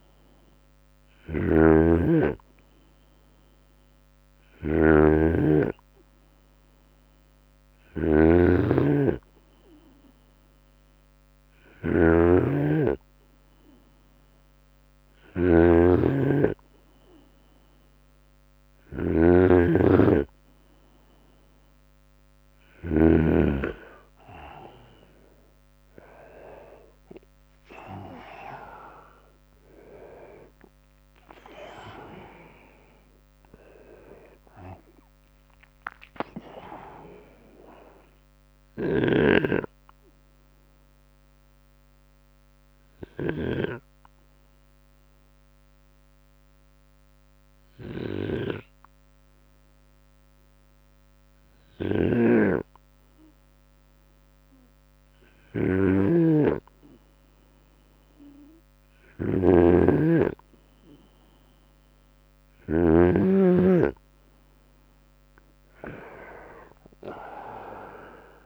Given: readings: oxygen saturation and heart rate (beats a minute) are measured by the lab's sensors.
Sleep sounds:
breathing in sleep by a microphone on the trachea; 1
0.00-22.00 s: snoring (device-marked)
25.00-39.00 s: drop in pulse transit time (device-marked, heart rate 74 before, 77 extreme)
28.00-32.50 s: arousal
39.50-51.50 s: obstructive apnea (oxygen 97% before, 95% lowest, heart rate 79 before, 59 extreme, up 16 after)
51.00-62.00 s: snoring (device-marked)
54.00-57.50 s: arousal
67.00-68.46 s: drop in pulse transit time (device-marked, heart rate 70 before, 73 extreme)
From the record:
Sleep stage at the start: N2 (light sleep); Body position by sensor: on the right side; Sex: male

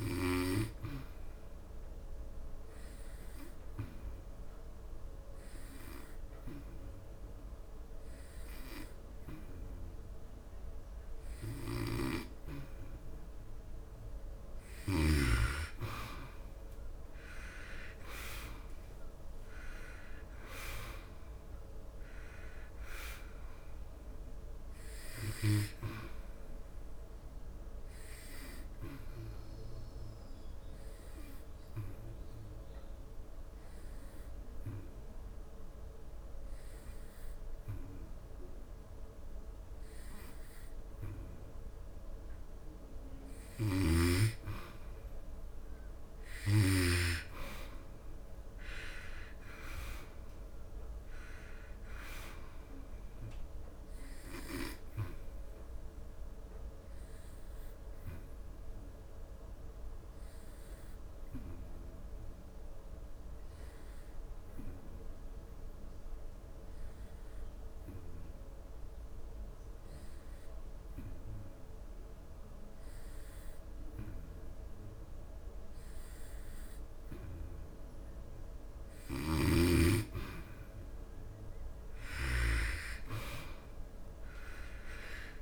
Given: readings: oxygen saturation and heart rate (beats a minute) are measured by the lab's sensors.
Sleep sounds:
breathing in sleep by a room microphone; 3
1.50-14.00 s: hypopnea (oxygen 98% before, 90% lowest, heart rate 75 before, 71 extreme, up 13 after)
2.00-11.00 s: oxygen desaturation (device-marked, oxygen 98% before, 93% lowest, heart rate 74 before, 72 extreme)
16.00-19.00 s: arousal
18.00-41.00 s: oxygen desaturation (device-marked, oxygen 94% before, 90% lowest, heart rate 70 before, 72 extreme)
29.50-43.00 s: obstructive apnea (oxygen 96% before, 86% lowest, heart rate 77 before, 72 extreme, up 7 after)
46.00-49.50 s: arousal
53.00-71.00 s: oxygen desaturation (device-marked, oxygen 98% before, 92% lowest, heart rate 77 before, 68 extreme)
56.00-79.00 s: obstructive apnea (oxygen 98% before, 86% lowest, heart rate 78 before, 68 extreme, up 10 after)
79.00-85.42 s: oxygen desaturation (device-marked, oxygen 98% before, 86% lowest, heart rate 72 before, 70 extreme)
82.50-85.42 s: arousal
From the record:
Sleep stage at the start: N2 (light sleep); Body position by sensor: on the back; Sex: male

